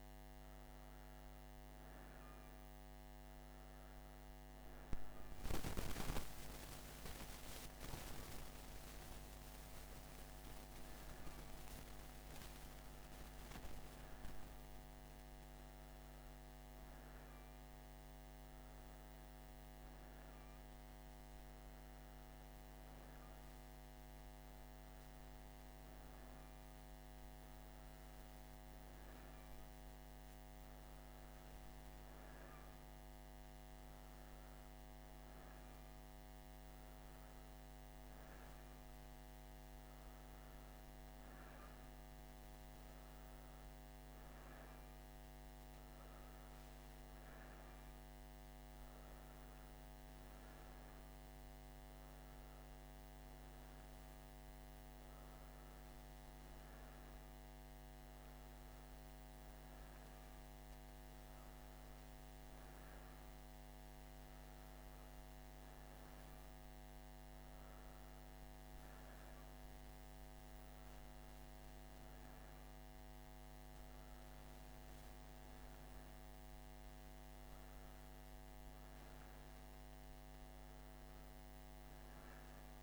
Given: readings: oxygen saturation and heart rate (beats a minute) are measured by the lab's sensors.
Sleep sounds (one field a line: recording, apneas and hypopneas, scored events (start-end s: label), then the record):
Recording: breathing in sleep, hard to hear, by a microphone on the trachea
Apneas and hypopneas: none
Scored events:
none scored
From the record:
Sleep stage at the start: N1 (lightest sleep)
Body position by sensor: on the right side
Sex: female